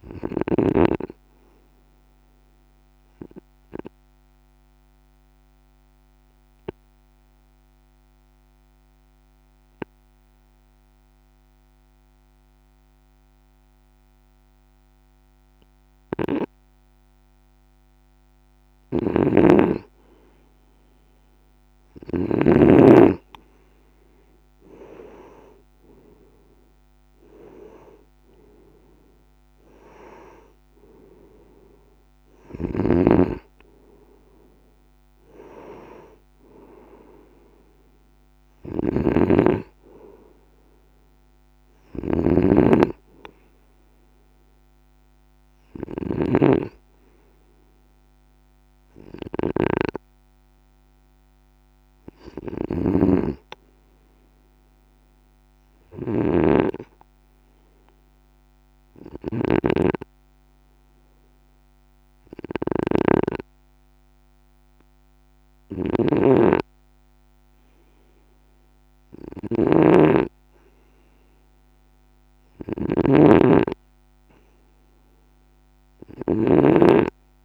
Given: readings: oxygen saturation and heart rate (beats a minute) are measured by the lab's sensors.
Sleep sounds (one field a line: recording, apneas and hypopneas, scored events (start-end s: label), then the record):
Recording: breathing in sleep by a microphone on the trachea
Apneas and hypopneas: 2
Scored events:
2.50-17.50 s: obstructive apnea (oxygen 97% before, 93% lowest, heart rate 57 before, 55 extreme, up 3 after)
18.50-22.50 s: snoring (device-marked)
19.50-22.50 s: arousal
32.50-77.45 s: snoring (device-marked)
36.00-40.00 s: arousal
44.50-63.50 s: hypopnea (oxygen 96% before, 92% lowest, heart rate 60 before, 55 extreme, up 0 after)
65.00-67.50 s: arousal
From the record:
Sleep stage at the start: N2 (light sleep)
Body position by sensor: on the right side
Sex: male